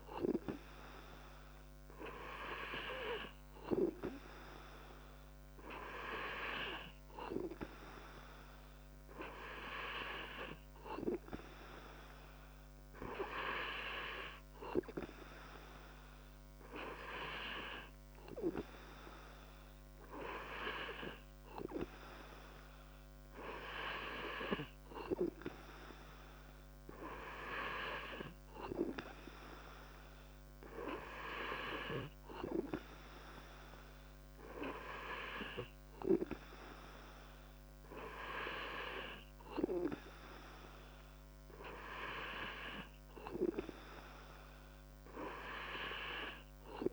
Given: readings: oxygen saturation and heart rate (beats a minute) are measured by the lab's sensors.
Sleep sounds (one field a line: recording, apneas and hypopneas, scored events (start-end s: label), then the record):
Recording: breathing in sleep by a microphone on the trachea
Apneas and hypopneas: none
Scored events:
none scored
From the record:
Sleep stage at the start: N2 (light sleep)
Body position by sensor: on the back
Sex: male